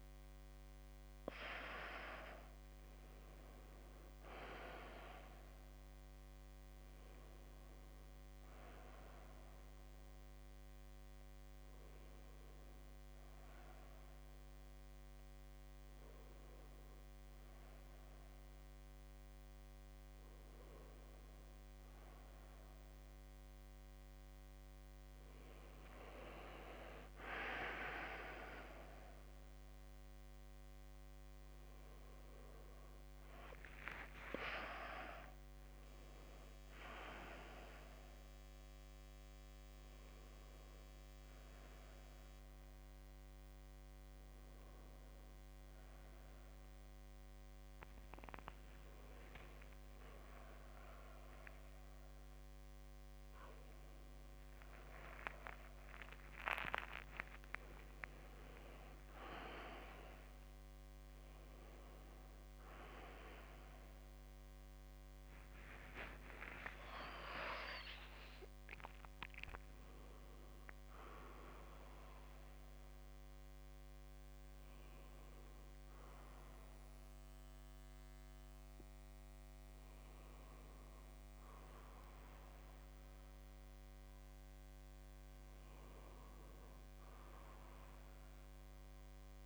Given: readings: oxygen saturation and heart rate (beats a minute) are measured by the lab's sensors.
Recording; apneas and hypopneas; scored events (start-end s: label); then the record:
breathing in sleep by a microphone on the trachea; none
7.00-24.00 s: oxygen desaturation (device-marked, oxygen 98% before, 95% lowest, heart rate 66 before, 65 extreme)
30.00-34.00 s: arousal
57.00-60.50 s: arousal
69.00-89.46 s: new sleep stage, N2 (light sleep)
From the record:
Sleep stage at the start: N1 (lightest sleep); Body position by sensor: on the back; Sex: male